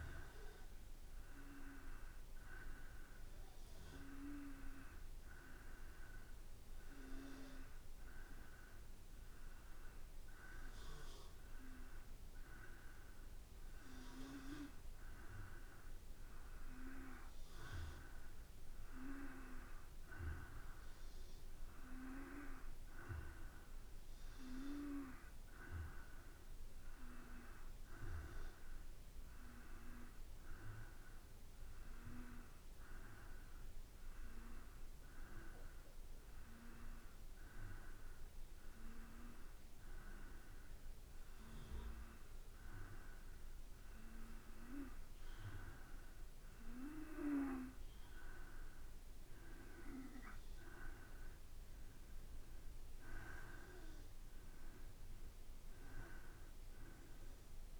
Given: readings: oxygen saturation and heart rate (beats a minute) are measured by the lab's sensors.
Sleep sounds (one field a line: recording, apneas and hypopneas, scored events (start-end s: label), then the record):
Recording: breathing in sleep by a room microphone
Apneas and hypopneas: 1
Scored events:
33.50-45.00 s: hypopnea (oxygen 94% before, 91% lowest, heart rate 55 before, 54 extreme, up 3 after)
48.50-51.50 s: arousal
From the record:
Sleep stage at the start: N2 (light sleep)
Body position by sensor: on the back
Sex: male